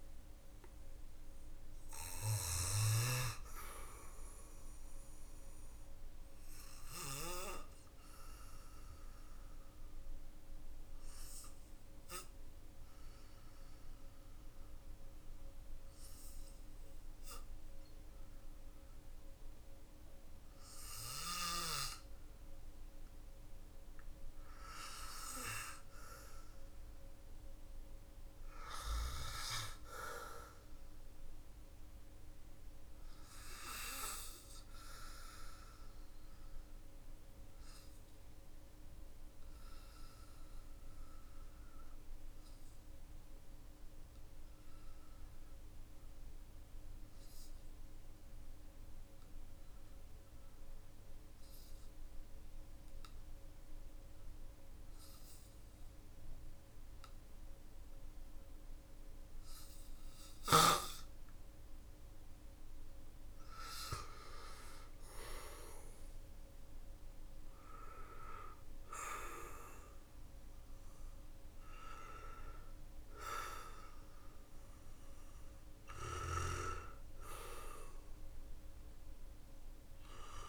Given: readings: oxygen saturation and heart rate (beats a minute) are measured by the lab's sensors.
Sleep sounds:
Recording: breathing in sleep by a room microphone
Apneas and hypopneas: 1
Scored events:
8.00-61.00 s: obstructive apnea (oxygen 99% before, 90% lowest, heart rate 57 before, 42 extreme, up 14 after)
62.50-67.50 s: arousal
75.00-80.49 s: oxygen desaturation (device-marked, oxygen 95% before, 90% lowest, heart rate 56 before, 46 extreme)
From the record:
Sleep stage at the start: N2 (light sleep)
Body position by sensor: on the back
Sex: male

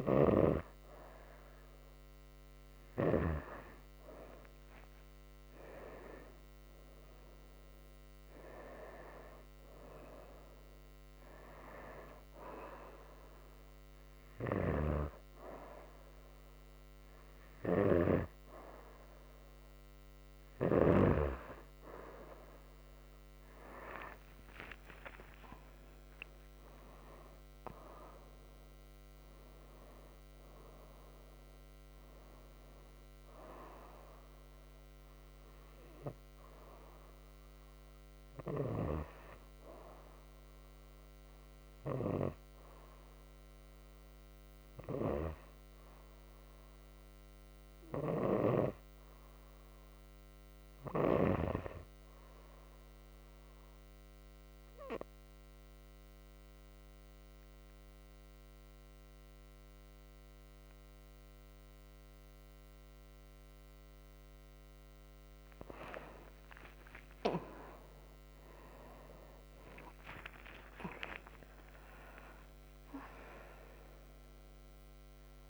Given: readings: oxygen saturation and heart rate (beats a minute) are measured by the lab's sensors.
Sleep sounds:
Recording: breathing in sleep by a microphone on the trachea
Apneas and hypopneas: 1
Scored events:
25.00-30.50 s: arousal
54.00-65.50 s: obstructive apnea (oxygen 97% before, 88% lowest, heart rate 62 before, 56 extreme, up 35 after)
64.00-75.50 s: oxygen desaturation (device-marked, oxygen 96% before, 88% lowest, heart rate 63 before, 56 extreme)
65.50-71.00 s: arousal
From the record:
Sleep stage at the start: N2 (light sleep)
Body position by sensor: on the right side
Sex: female

